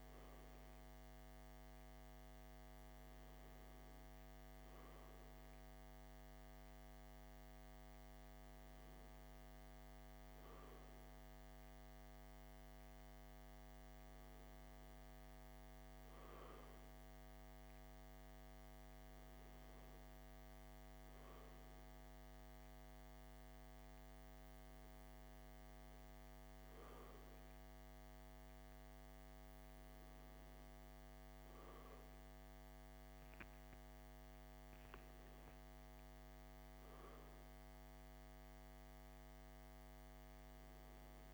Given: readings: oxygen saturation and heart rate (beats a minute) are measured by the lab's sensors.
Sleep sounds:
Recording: breathing in sleep, hard to hear, by a microphone on the trachea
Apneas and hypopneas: none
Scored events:
none scored
From the record:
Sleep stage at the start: N2 (light sleep)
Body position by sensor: on the left side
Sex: male

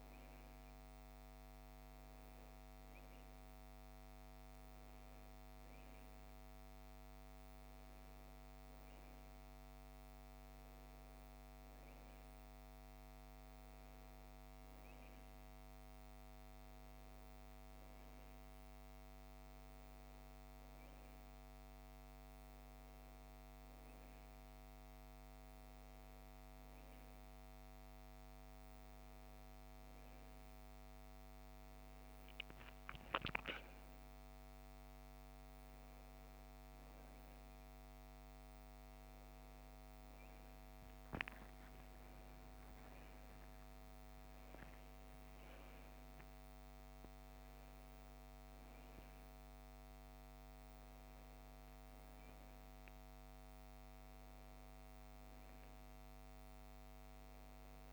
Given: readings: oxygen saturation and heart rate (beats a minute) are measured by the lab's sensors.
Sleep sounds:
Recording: a person awake in a sleep study, hard to hear, by a microphone on the trachea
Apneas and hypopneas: none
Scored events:
48.50-57.93 s: new sleep stage, N1 (lightest sleep)
From the record:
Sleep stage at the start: awake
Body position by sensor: on the right side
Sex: female

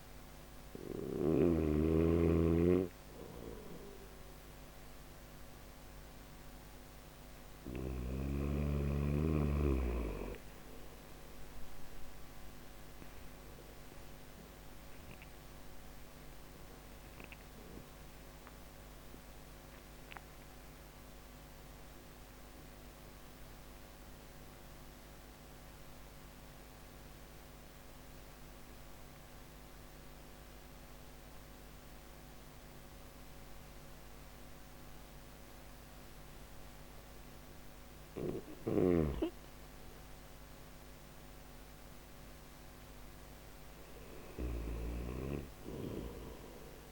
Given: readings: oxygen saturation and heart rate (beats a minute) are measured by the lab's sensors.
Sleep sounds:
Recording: breathing in sleep by a microphone on the trachea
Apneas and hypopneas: none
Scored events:
27.00-36.00 s: oxygen desaturation (device-marked, oxygen 98% before, 95% lowest, heart rate 74 before, 59 extreme)
37.50-43.50 s: snoring (device-marked)
From the record:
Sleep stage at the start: N1 (lightest sleep)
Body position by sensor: on the back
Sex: male

